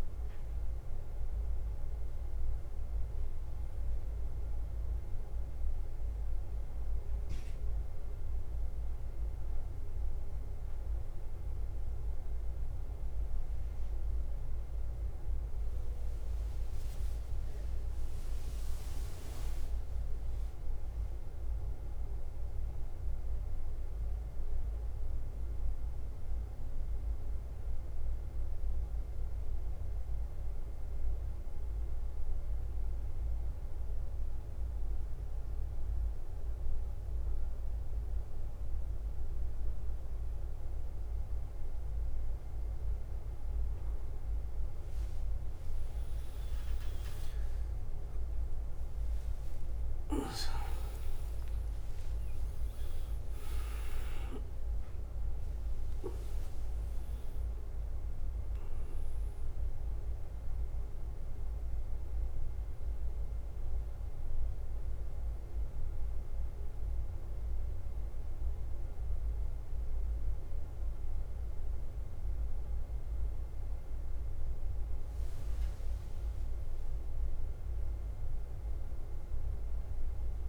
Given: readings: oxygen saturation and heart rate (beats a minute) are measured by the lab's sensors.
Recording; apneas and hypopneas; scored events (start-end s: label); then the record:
breathing in sleep, hard to hear, by a room microphone; 2
0.00-56.50 s: bradycardia (device-marked, heart rate 49 extreme)
6.50-17.50 s: obstructive apnea (oxygen 99% before, 94% lowest, heart rate 53 before, 49 extreme, up 4 after)
6.50-80.49 s: new sleep stage, N2 (light sleep)
19.50-24.00 s: arousal
27.50-42.50 s: mixed apnea (oxygen 99% before, 94% lowest, heart rate 53 before, 49 extreme, up 3 after)
47.00-53.50 s: arousal
49.50-62.50 s: oxygen desaturation (device-marked, oxygen 98% before, 94% lowest, heart rate 50 before, 53 extreme)
61.50-80.49 s: bradycardia (device-marked, heart rate 53 before, 54 extreme)
From the record:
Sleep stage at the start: N1 (lightest sleep); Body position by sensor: on the back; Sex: male